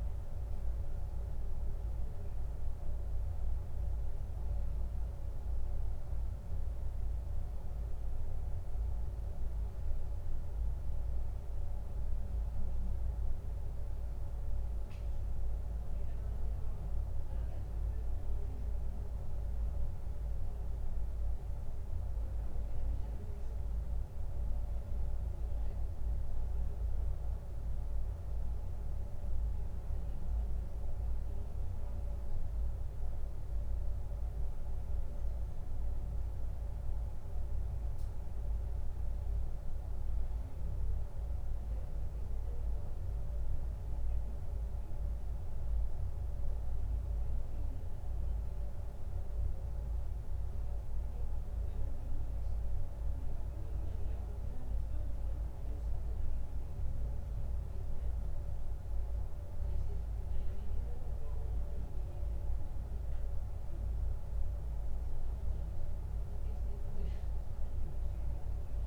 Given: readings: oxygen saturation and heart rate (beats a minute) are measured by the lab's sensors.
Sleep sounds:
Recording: breathing in sleep, hard to hear, by a room microphone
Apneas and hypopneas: none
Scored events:
none scored
From the record:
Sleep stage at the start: N1 (lightest sleep)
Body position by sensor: on the back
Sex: male

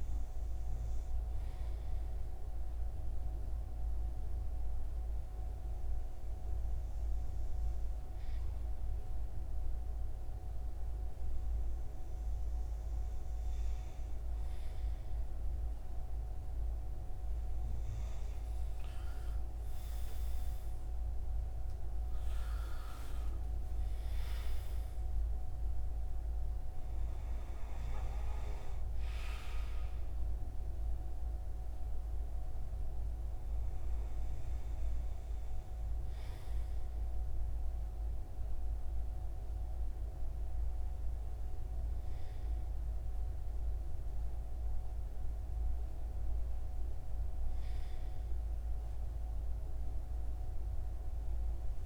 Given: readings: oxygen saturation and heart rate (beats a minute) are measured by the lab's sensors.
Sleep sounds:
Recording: breathing in sleep, hard to hear, by a room microphone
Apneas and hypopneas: none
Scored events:
18.00-23.50 s: arousal
29.00-38.00 s: oxygen desaturation (device-marked, oxygen 96% before, 93% lowest)
From the record:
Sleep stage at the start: N2 (light sleep)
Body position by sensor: on the right side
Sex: male

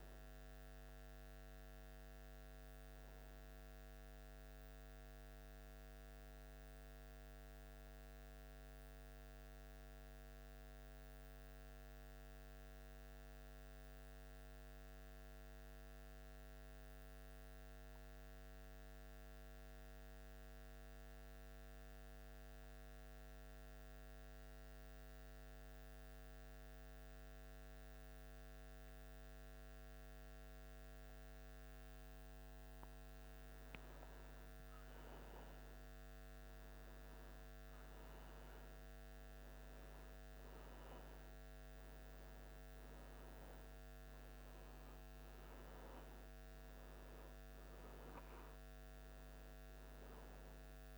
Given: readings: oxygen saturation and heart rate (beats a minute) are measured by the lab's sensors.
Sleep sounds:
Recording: breathing in sleep, hard to hear, by a microphone on the trachea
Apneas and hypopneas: 1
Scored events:
7.00-31.50 s: obstructive apnea (oxygen 95% before, 90% lowest, heart rate 78 before, 77 extreme, up 0 after)
7.00-50.98 s: new sleep stage, N2 (light sleep)
17.00-29.00 s: oxygen desaturation (device-marked, oxygen 96% before, 90% lowest, heart rate 77 before, 77 extreme)
34.50-38.00 s: arousal
From the record:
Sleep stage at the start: N1 (lightest sleep)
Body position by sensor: on the back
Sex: male

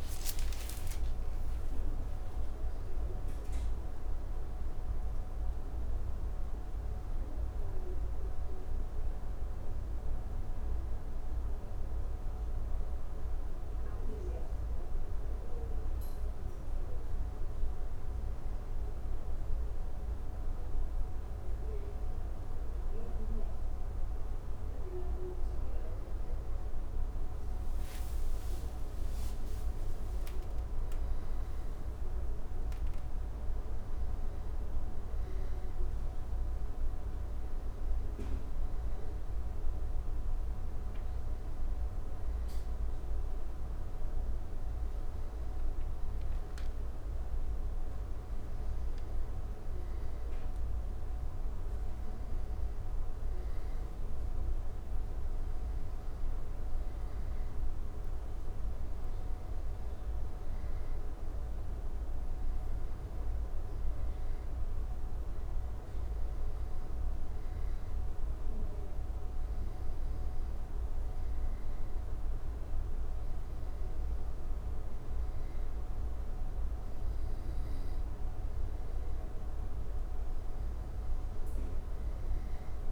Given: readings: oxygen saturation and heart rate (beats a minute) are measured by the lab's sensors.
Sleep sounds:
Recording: a person partly awake in a sleep study, hard to hear, by a room microphone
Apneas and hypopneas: none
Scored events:
24.00-82.92 s: new sleep stage, N2 (light sleep)
From the record:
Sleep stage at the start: awake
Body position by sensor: on the back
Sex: male

